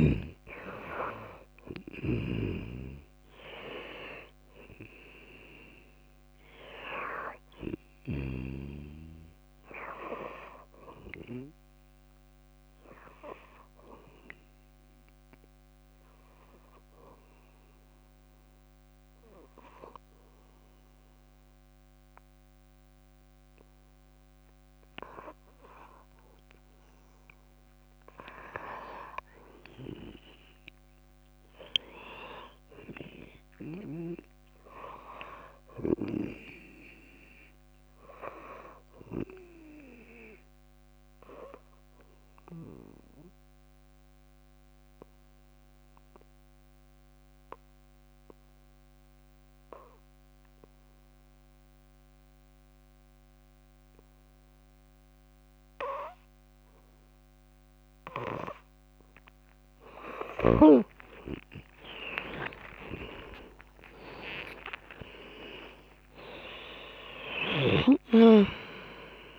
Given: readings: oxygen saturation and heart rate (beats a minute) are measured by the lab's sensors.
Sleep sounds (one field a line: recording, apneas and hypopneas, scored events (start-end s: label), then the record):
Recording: breathing in sleep by a microphone on the trachea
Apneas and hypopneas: 2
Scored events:
0.00-20.00 s: oxygen desaturation (device-marked, oxygen 85% lowest, heart rate 56 extreme)
2.00-8.50 s: snoring (device-marked)
14.00-28.50 s: hypopnea (oxygen 94% before, 84% lowest, heart rate 66 before, 55 extreme, up 6 after)
32.50-36.00 s: arousal
36.00-53.00 s: oxygen desaturation (device-marked, oxygen 98% before, 92% lowest, heart rate 61 before, 55 extreme)
40.50-58.50 s: obstructive apnea (oxygen 98% before, 82% lowest, heart rate 61 before, 55 extreme)
60.00-68.00 s: tachycardia (device-marked, heart rate 65 before, 159 extreme)
60.50-64.50 s: arousal
61.00-69.39 s: oxygen desaturation (device-marked, oxygen 97% before, 92% lowest, heart rate 57 before, 57 extreme)
64.00-66.00 s: long interval between heartbeats (device-marked, heart rate 62 before, 129 extreme)
67.00-69.39 s: drop in pulse transit time (device-marked, heart rate 76 before, 61 extreme)
From the record:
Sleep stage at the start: N2 (light sleep)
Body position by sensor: on the back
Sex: female